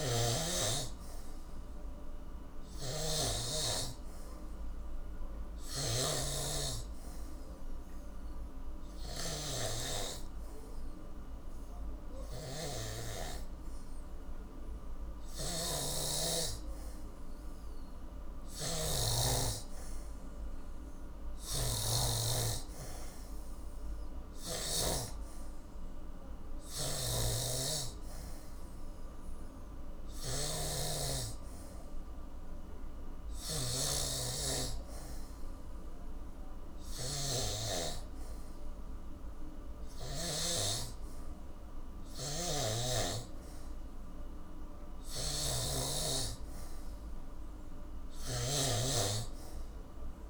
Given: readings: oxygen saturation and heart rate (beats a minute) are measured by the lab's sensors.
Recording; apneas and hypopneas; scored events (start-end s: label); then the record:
breathing in sleep by a room microphone; none
0.00-25.00 s: snoring (device-marked)
27.00-40.50 s: snoring (device-marked)
45.00-48.50 s: snoring (device-marked)
From the record:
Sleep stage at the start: N3 (deep sleep); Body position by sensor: on the back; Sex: male